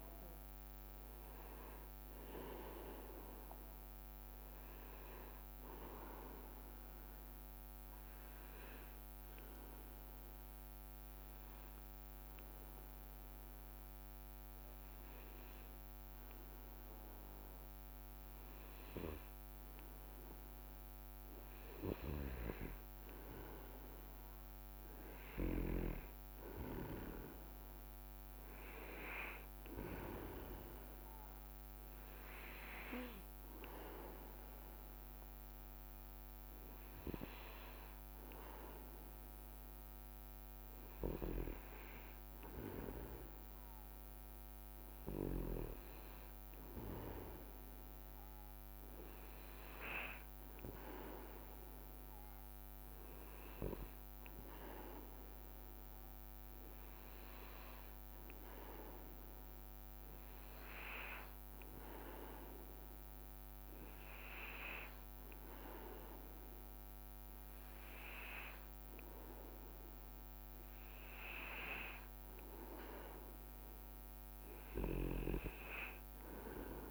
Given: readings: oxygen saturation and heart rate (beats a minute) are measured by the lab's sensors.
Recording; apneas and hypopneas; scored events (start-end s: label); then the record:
breathing in sleep by a microphone on the trachea; 1
0.00-9.50 s: oxygen desaturation (device-marked, oxygen 93% lowest, heart rate 59 extreme)
8.50-19.50 s: obstructive apnea (oxygen 98% before, 95% lowest, heart rate 65 before, 59 extreme, up 4 after)
22.00-25.50 s: arousal
From the record:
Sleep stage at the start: N2 (light sleep); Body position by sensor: on the back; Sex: male